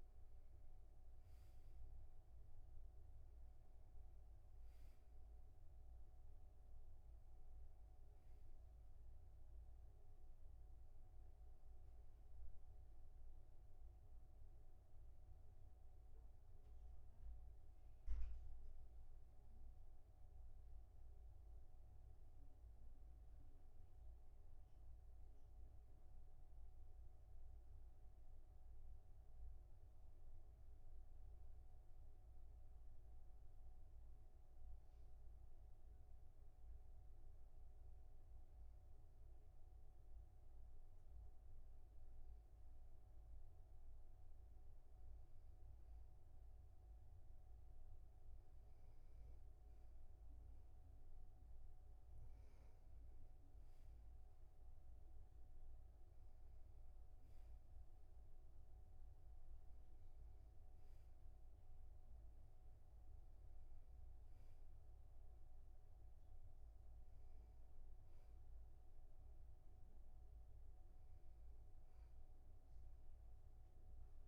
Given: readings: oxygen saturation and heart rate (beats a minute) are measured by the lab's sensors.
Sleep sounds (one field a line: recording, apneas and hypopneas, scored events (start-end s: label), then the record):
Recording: breathing in sleep, hard to hear, by a room microphone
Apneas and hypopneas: 1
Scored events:
18.50-22.00 s: arousal
25.00-42.00 s: hypopnea (oxygen 97% before, 97% lowest, heart rate 52 before, 45 extreme, up 5 after)
44.50-48.00 s: arousal
From the record:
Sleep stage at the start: N2 (light sleep)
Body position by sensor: on the back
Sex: male